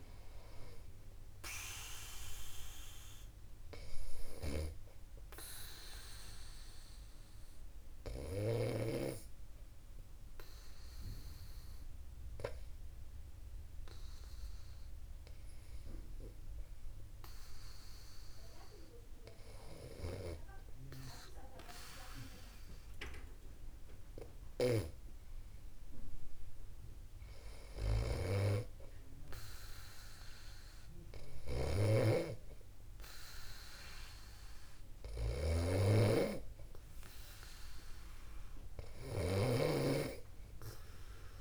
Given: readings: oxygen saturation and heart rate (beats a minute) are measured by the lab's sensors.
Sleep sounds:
breathing in sleep by a room microphone; 1
4.50-17.00 s: obstructive apnea (oxygen 96% before, 94% lowest, heart rate 51 before, 50 extreme, up 0 after)
19.50-22.50 s: arousal
28.50-40.00 s: snoring (device-marked)
From the record:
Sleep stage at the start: N2 (light sleep); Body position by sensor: upright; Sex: male

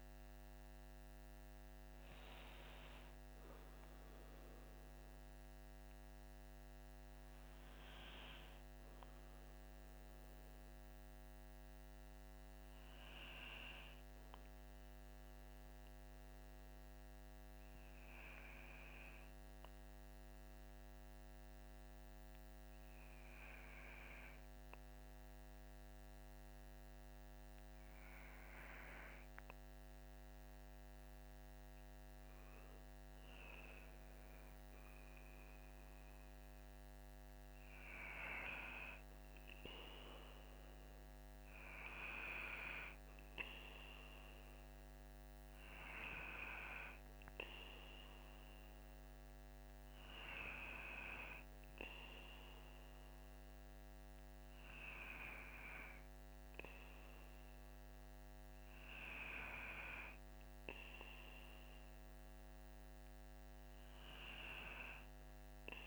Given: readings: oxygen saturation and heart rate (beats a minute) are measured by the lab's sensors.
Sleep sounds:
breathing in sleep by a microphone on the trachea; none
none scored
From the record:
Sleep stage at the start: N2 (light sleep); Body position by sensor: on the back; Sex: male

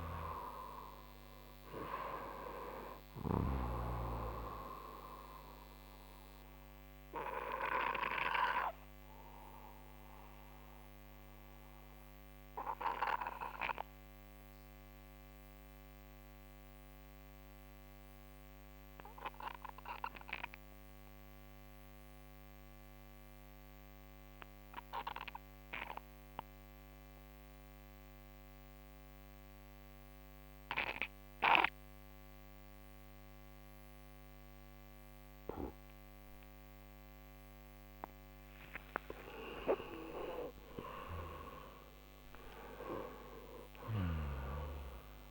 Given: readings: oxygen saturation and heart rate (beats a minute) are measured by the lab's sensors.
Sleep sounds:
breathing in sleep by a microphone on the trachea; 1
0.00-21.00 s: oxygen desaturation (device-marked, oxygen 88% lowest)
5.00-37.50 s: obstructive apnea (oxygen 96% before, 88% lowest)
36.00-45.31 s: oxygen desaturation (device-marked, oxygen 98% before, 91% lowest)
39.00-43.00 s: arousal
From the record:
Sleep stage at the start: N2 (light sleep); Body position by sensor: on the right side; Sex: male

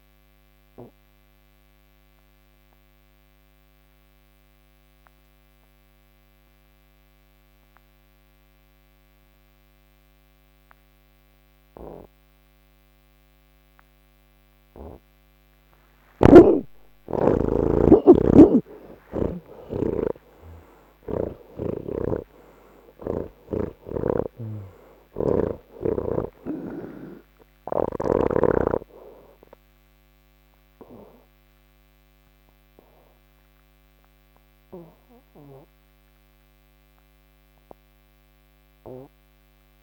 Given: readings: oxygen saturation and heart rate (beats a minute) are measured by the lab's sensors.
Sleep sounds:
breathing in sleep by a microphone on the trachea; none
0.00-10.50 s: oxygen desaturation (device-marked, oxygen 87% lowest, heart rate 69 extreme)
16.50-23.50 s: oxygen desaturation (device-marked, oxygen 99% before, 92% lowest, heart rate 71 before, 73 extreme)
From the record:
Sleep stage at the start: N2 (light sleep); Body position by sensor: on the back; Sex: male

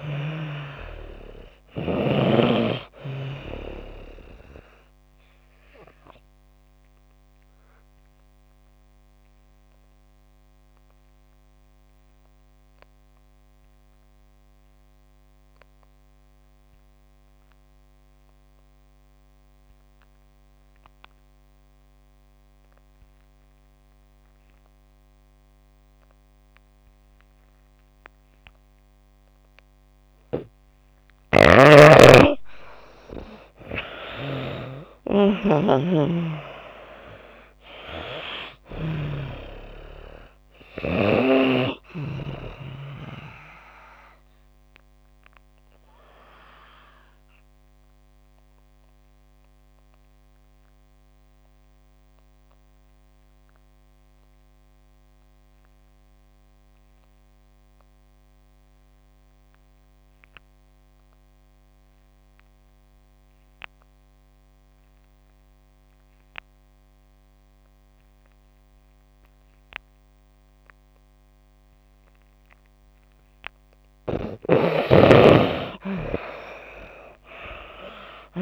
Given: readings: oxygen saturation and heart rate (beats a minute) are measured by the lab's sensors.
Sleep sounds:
breathing in sleep by a microphone on the trachea; 2
4.00-31.00 s: obstructive apnea (oxygen 96% before, 85% lowest)
6.00-29.00 s: oxygen desaturation (device-marked, oxygen 95% before, 85% lowest)
30.50-42.00 s: snoring (device-marked)
33.00-37.50 s: arousal
43.00-67.00 s: oxygen desaturation (device-marked, oxygen 96% before, 86% lowest)
43.50-72.50 s: obstructive apnea (oxygen 96% before, 80% lowest)
74.50-78.41 s: snoring (device-marked)
75.00-78.41 s: oxygen desaturation (device-marked, oxygen 97% before, 80% lowest)
76.00-78.41 s: arousal
From the record:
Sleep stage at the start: N2 (light sleep); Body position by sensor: on the back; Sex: female

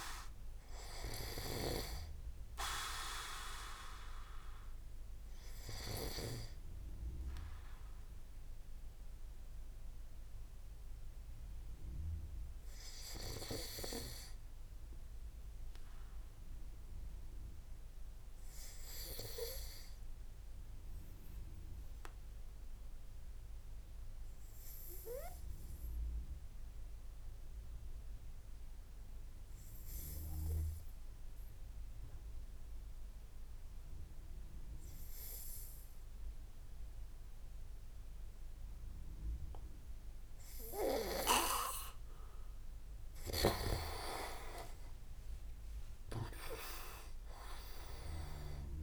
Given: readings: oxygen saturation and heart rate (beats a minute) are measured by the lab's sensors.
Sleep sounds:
breathing in sleep by a room microphone; 1
6.50-43.00 s: obstructive apnea (oxygen 97% before, 94% lowest, heart rate 62 before, 60 extreme, up 18 after)
39.50-48.83 s: oxygen desaturation (device-marked, oxygen 98% before, 94% lowest, heart rate 64 before, 58 extreme)
45.00-48.83 s: arousal
From the record:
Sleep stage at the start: N2 (light sleep); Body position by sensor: on the back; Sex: male

